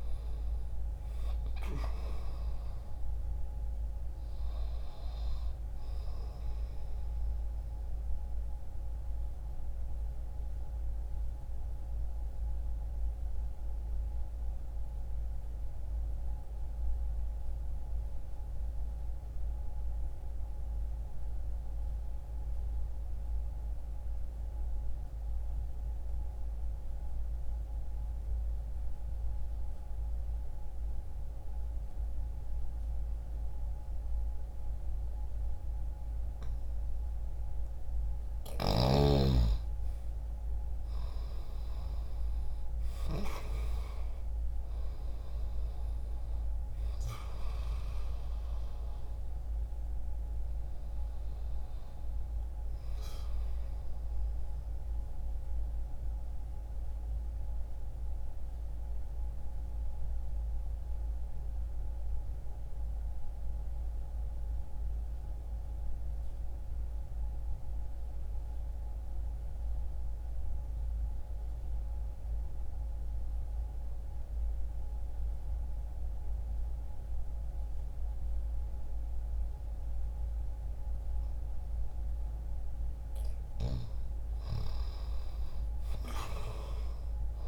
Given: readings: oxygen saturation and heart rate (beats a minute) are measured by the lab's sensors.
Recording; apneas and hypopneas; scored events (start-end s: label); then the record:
breathing in sleep, hard to hear, by a room microphone; 2
0.00-6.50 s: oxygen desaturation (device-marked, oxygen 90% lowest, heart rate 60 extreme)
7.00-37.50 s: mixed apnea (oxygen 96% before, 82% lowest, heart rate 63 before, 60 extreme, up 0 after)
18.50-28.50 s: oxygen desaturation (device-marked, oxygen 91% before, 82% lowest, heart rate 60 before, 60 extreme)
39.50-43.50 s: arousal
41.50-59.50 s: oxygen desaturation (device-marked, oxygen 96% before, 91% lowest, heart rate 60 before, 60 extreme)
54.50-83.00 s: mixed apnea (oxygen 96% before, 83% lowest, heart rate 60 before, 60 extreme, up 0 after)
69.50-78.50 s: oxygen desaturation (device-marked, oxygen 92% before, 83% lowest, heart rate 60 before, 60 extreme)
85.00-87.47 s: arousal
From the record:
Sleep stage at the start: N2 (light sleep); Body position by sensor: on the left side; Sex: male